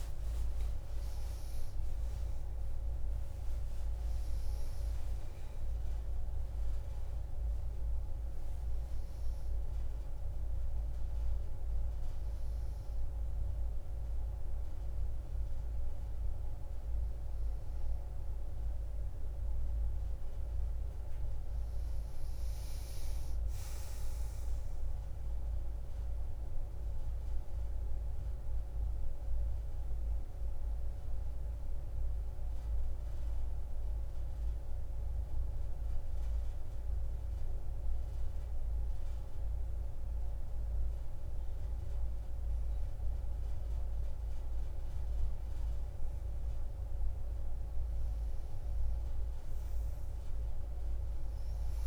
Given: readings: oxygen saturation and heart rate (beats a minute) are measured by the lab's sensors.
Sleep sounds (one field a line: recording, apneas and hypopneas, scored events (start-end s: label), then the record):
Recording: a person partly awake in a sleep study, hard to hear, by a room microphone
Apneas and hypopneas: 1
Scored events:
18.50-51.87 s: new sleep stage, N1 (lightest sleep)
33.00-44.50 s: central apnea (oxygen 97% before, 89% lowest)
48.50-51.87 s: arousal
From the record:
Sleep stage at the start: awake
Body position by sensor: on the back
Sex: female